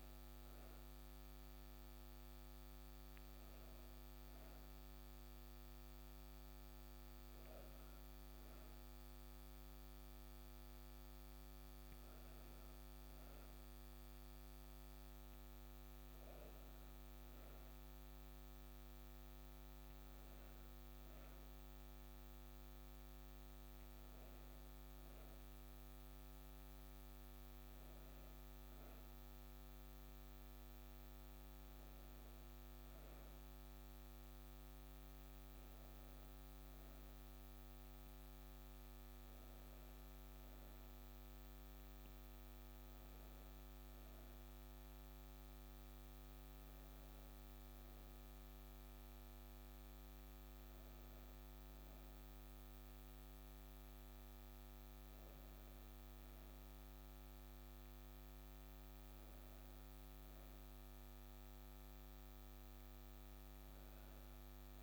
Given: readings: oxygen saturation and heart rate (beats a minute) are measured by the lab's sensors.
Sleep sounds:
breathing in sleep, hard to hear, by a microphone on the trachea; none
none scored
From the record:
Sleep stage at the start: N2 (light sleep); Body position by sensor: on the back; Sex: female

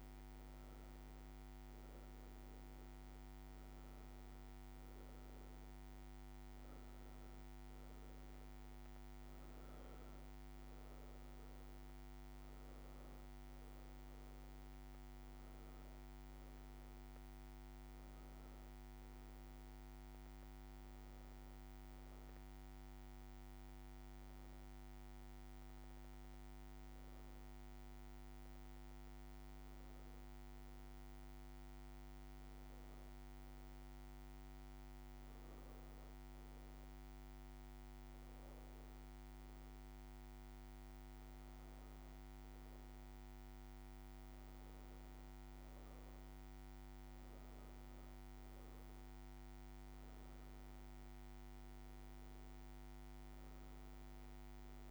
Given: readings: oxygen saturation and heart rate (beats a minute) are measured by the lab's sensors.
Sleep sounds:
breathing in sleep, hard to hear, by a microphone on the trachea; 1
2.00-5.50 s: arousal
4.00-21.00 s: oxygen desaturation (device-marked, oxygen 93% before, 88% lowest, heart rate 143 before, 65 extreme)
9.50-37.00 s: obstructive apnea (oxygen 93% before, 88% lowest, heart rate 133 before, 65 extreme, up 20 after)
32.00-54.91 s: new sleep stage, N2 (light sleep)
40.00-45.00 s: arousal
43.00-54.91 s: oxygen desaturation (device-marked, oxygen 95% before, 90% lowest, heart rate 67 before, 65 extreme)
From the record:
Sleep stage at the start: N1 (lightest sleep); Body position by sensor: on the back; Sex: female

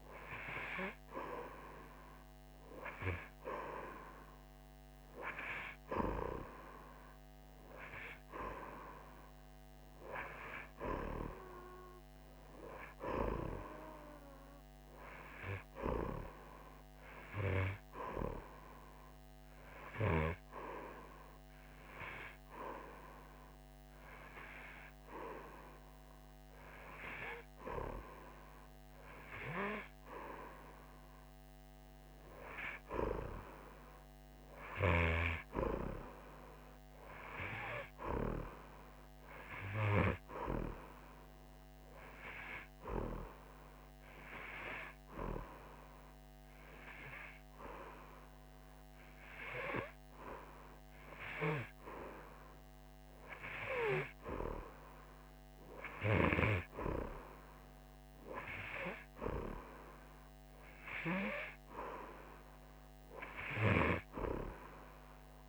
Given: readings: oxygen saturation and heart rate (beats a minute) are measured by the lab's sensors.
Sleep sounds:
breathing in sleep by a microphone on the trachea; 2
18.00-28.00 s: hypopnea (oxygen 90% before, 86% lowest, heart rate 77 before, 39 extreme, up 0 after)
30.50-35.00 s: arousal
41.00-52.00 s: hypopnea (oxygen 90% before, 86% lowest, heart rate 103 before, 58 extreme)
53.00-57.50 s: arousal
60.50-65.49 s: oxygen desaturation (device-marked, oxygen 90% before, 86% lowest, heart rate 93 before, 68 extreme)
From the record:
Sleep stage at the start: N2 (light sleep); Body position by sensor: on the right side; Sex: female

